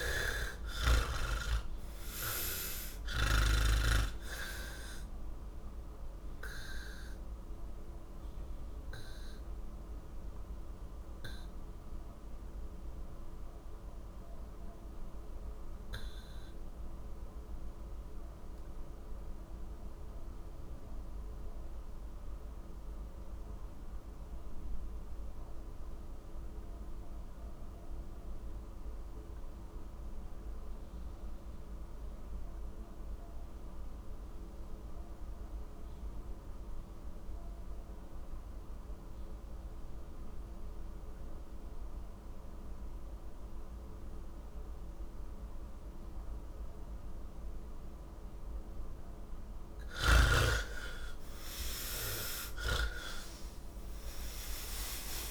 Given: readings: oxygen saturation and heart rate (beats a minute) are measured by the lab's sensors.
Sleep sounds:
breathing in sleep by a room microphone; 1
0.00-21.50 s: oxygen desaturation (device-marked, oxygen 63% lowest, heart rate 79 extreme)
7.50-49.00 s: obstructive apnea (oxygen 82% before, 63% lowest, heart rate 142 before, 79 extreme, up 17 after)
26.50-55.31 s: oxygen desaturation (device-marked, oxygen 96% before, 63% lowest, heart rate 145 before, 79 extreme)
From the record:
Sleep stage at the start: N3 (deep sleep); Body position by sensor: on the back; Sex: male

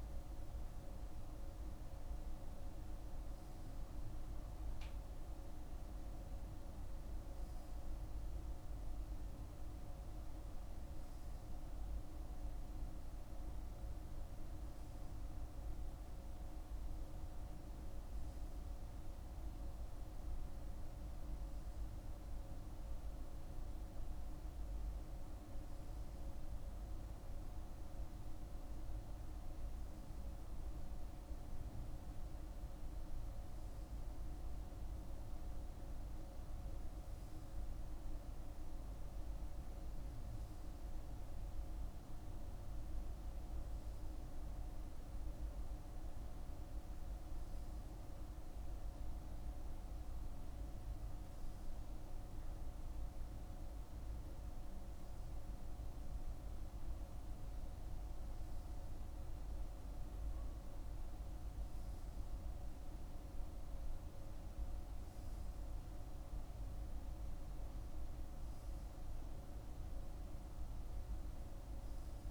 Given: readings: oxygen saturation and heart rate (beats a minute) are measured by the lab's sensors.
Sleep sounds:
breathing in sleep, hard to hear, by a room microphone; none
none scored
From the record:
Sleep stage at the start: N2 (light sleep); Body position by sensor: on the right side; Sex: male

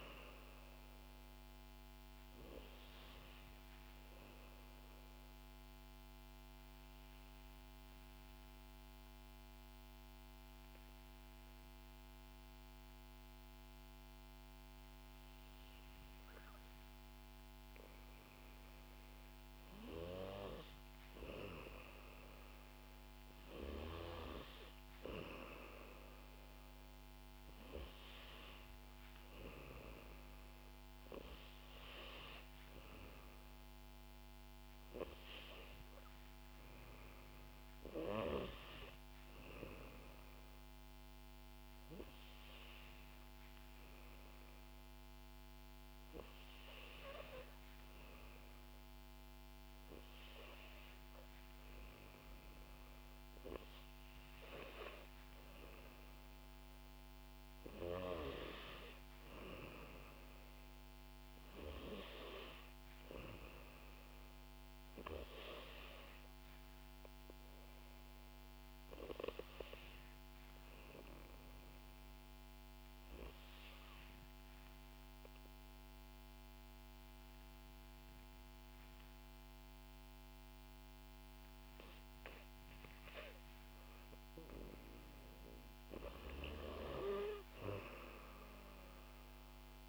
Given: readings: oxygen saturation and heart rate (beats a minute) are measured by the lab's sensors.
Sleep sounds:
breathing in sleep by a microphone on the trachea; 3
4.00-18.00 s: obstructive apnea (oxygen 94% before, 92% lowest, heart rate 65 before, 60 extreme, up 10 after)
20.50-24.50 s: arousal
25.50-27.50 s: long interval between heartbeats (device-marked, heart rate 62 before, 68 extreme)
41.50-55.00 s: hypopnea (oxygen 96% before, 91% lowest, heart rate 67 before, 61 extreme, up 0 after)
57.50-61.50 s: arousal
74.00-85.50 s: obstructive apnea (oxygen 94% before, 91% lowest, heart rate 65 before, 59 extreme, up 4 after)
From the record:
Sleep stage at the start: N2 (light sleep); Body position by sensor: on the back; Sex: female

